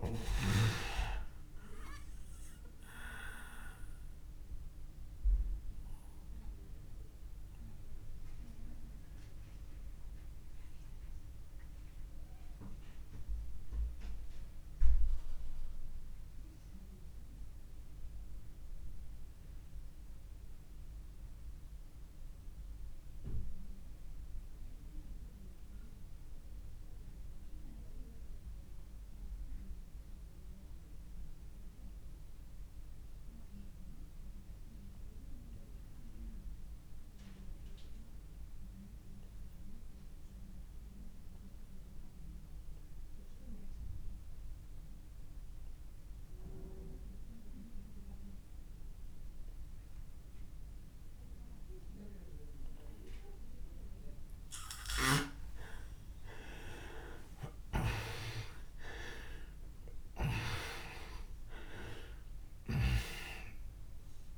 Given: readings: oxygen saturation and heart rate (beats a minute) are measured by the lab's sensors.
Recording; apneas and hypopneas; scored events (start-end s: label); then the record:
breathing in sleep by a room microphone; 1
0.00-25.00 s: oxygen desaturation (device-marked, oxygen 85% lowest)
1.50-55.00 s: obstructive apnea (oxygen 98% before, 82% lowest)
44.00-64.38 s: oxygen desaturation (device-marked, oxygen 98% before, 82% lowest)
57.50-60.50 s: arousal
From the record:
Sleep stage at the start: N2 (light sleep); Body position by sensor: on the back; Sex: male